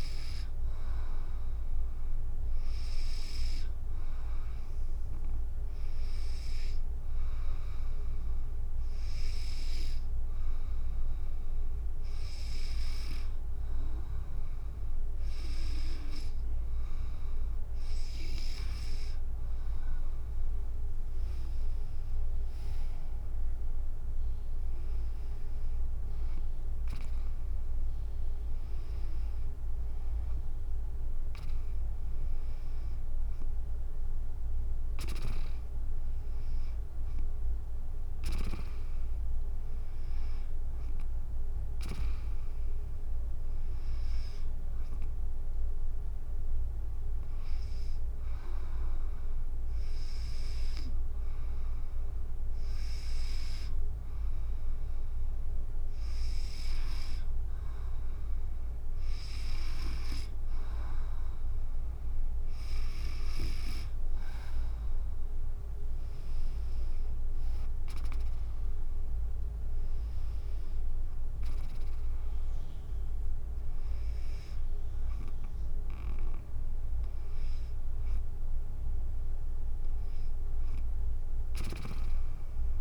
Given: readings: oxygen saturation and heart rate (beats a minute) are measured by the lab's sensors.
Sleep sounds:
breathing in sleep by a room microphone; 1
20.50-32.50 s: drop in pulse transit time (device-marked, heart rate 60 before, 58 extreme)
44.00-55.00 s: hypopnea (oxygen 97% before, 94% lowest, heart rate 73 before, 68 extreme, up 4 after)
61.50-73.50 s: drop in pulse transit time (device-marked, heart rate 73 before, 75 extreme)
68.00-72.00 s: arousal
From the record:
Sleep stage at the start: N2 (light sleep); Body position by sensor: on the back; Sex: female

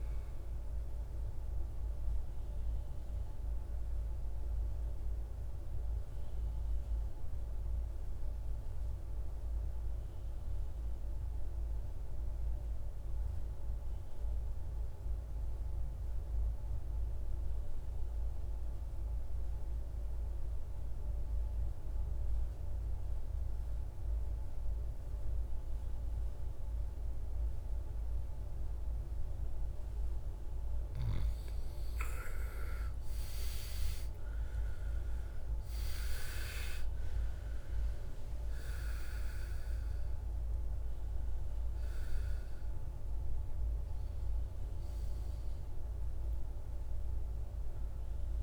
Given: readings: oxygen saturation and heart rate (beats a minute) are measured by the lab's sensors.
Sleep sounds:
breathing in sleep, hard to hear, by a room microphone; 1
0.00-14.00 s: oxygen desaturation (device-marked, oxygen 98% before, 84% lowest, heart rate 56 before, 55 extreme)
8.50-30.50 s: mixed apnea (oxygen 98% before, 82% lowest, heart rate 64 before, 56 extreme, up 16 after)
27.00-48.43 s: oxygen desaturation (device-marked, oxygen 99% before, 82% lowest, heart rate 58 before, 53 extreme)
33.00-37.50 s: arousal
From the record:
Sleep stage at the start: N2 (light sleep); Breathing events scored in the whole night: 504 in 6.9 hours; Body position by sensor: on the back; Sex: male

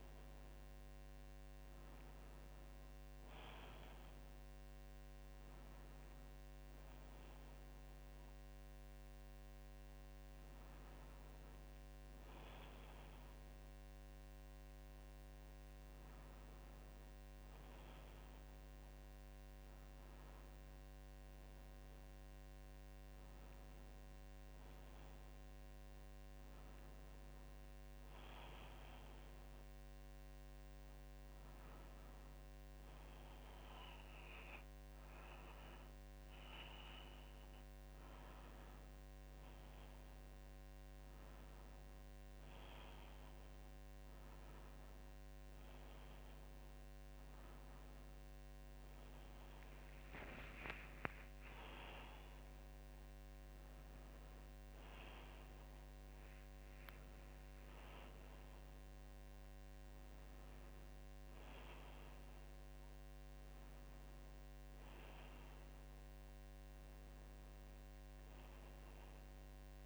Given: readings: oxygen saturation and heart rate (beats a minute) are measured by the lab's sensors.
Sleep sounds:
breathing in sleep by a microphone on the trachea; none
14.50-69.86 s: new sleep stage, N1 (lightest sleep)
50.00-54.50 s: arousal
From the record:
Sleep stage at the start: N2 (light sleep); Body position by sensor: on the back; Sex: female

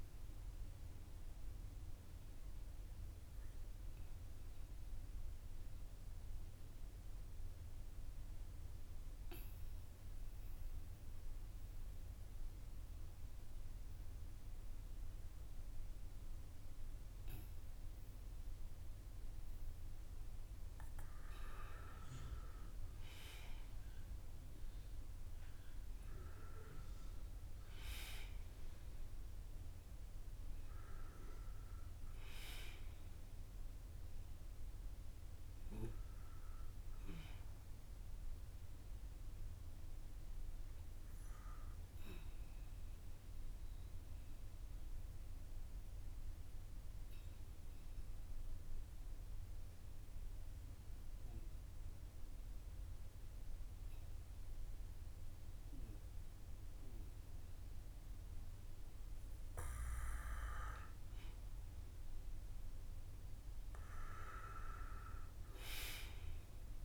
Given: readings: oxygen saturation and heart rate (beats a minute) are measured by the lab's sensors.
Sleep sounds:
breathing in sleep by a room microphone; 2
0.00-13.00 s: oxygen desaturation (device-marked, oxygen 95% before, 92% lowest, heart rate 55 before, 48 extreme)
1.00-20.50 s: obstructive apnea (oxygen 96% before, 92% lowest, heart rate 55 before, 48 extreme, up 8 after)
22.50-27.00 s: arousal
41.00-59.50 s: obstructive apnea (oxygen 96% before, 92% lowest, heart rate 54 before, 42 extreme, up 16 after)
61.00-66.00 s: arousal
From the record:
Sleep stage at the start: N2 (light sleep); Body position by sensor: on the back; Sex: male

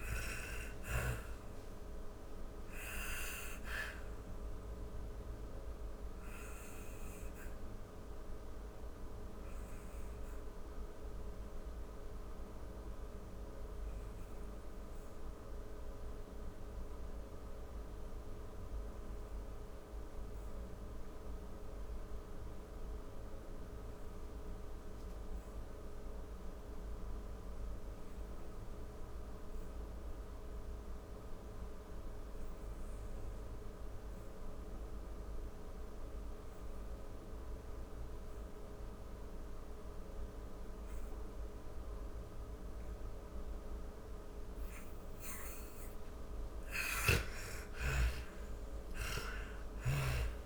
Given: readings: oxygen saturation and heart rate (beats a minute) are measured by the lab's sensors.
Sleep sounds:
breathing in sleep by a room microphone; 1
0.00-14.50 s: oxygen desaturation (device-marked, oxygen 84% lowest, heart rate 37 extreme)
1.50-43.00 s: obstructive apnea (oxygen 99% before, 84% lowest)
34.50-50.46 s: oxygen desaturation (device-marked, oxygen 98% before, 84% lowest)
45.50-50.46 s: arousal
46.00-50.46 s: snoring (device-marked)
From the record:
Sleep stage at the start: N2 (light sleep); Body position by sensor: on the back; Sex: female

